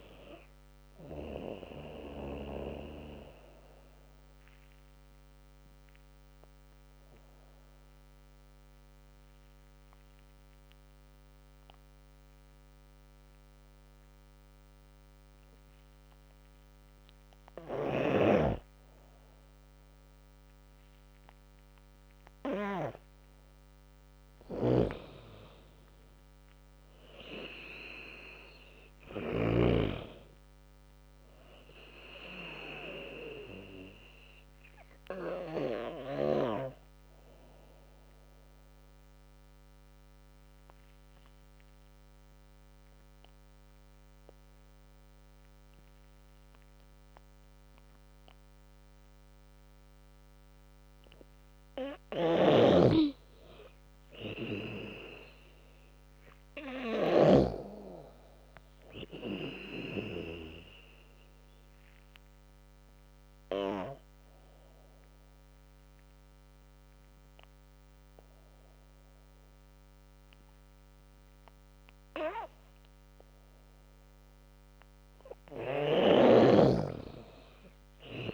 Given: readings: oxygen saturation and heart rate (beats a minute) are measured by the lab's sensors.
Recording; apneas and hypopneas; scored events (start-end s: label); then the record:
breathing in sleep by a microphone on the trachea; 3
0.00-1.00 s: snoring (device-marked)
0.00-7.00 s: drop in pulse transit time (device-marked, heart rate 86 extreme)
0.00-9.00 s: oxygen desaturation (device-marked, oxygen 94% lowest, heart rate 78 extreme)
4.00-21.00 s: obstructive apnea (oxygen 98% before, 93% lowest, heart rate 89 before, 74 extreme, up 11 after)
17.00-22.50 s: snoring (device-marked)
23.00-36.00 s: drop in pulse transit time (device-marked, heart rate 83 before, 83 extreme)
23.50-27.00 s: arousal
24.00-40.00 s: oxygen desaturation (device-marked, oxygen 99% before, 94% lowest, heart rate 83 before, 74 extreme)
35.00-51.00 s: obstructive apnea (oxygen 99% before, 92% lowest, heart rate 86 before, 74 extreme, up 16 after)
51.50-60.00 s: snoring (device-marked)
53.00-77.00 s: oxygen desaturation (device-marked, oxygen 99% before, 93% lowest, heart rate 79 before, 72 extreme)
53.50-56.00 s: arousal
54.00-66.00 s: drop in pulse transit time (device-marked, heart rate 79 before, 84 extreme)
61.00-74.00 s: obstructive apnea (oxygen 99% before, 92% lowest, heart rate 82 before, 72 extreme, up 8 after)
76.50-78.34 s: arousal
From the record:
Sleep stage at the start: N2 (light sleep); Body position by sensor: on the back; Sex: female